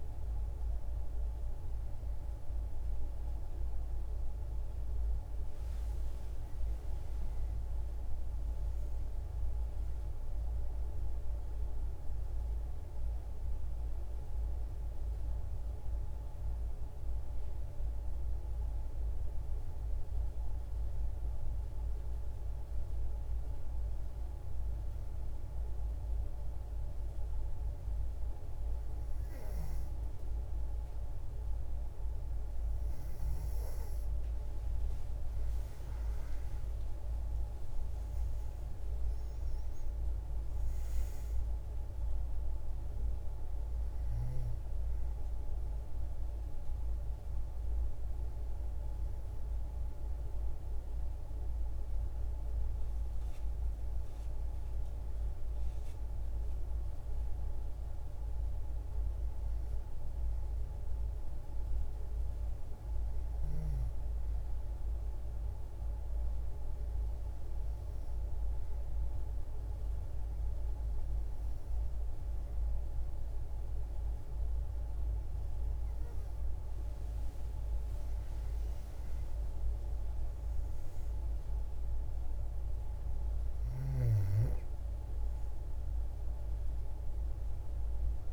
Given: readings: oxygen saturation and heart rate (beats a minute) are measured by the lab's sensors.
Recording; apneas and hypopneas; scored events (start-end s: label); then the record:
breathing in sleep, hard to hear, by a room microphone; 2
8.50-12.00 s: arousal
16.50-32.00 s: hypopnea (oxygen 97% before, 92% lowest, heart rate 90 before, 53 extreme, up 26 after)
33.50-61.50 s: oxygen desaturation (device-marked, oxygen 96% before, 92% lowest, heart rate 60 before, 53 extreme)
36.00-39.00 s: arousal
62.50-76.00 s: hypopnea (oxygen 95% before, 92% lowest, heart rate 61 before, 53 extreme, up 23 after)
79.00-82.50 s: arousal
From the record:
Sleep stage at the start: N2 (light sleep); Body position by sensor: on the back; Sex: female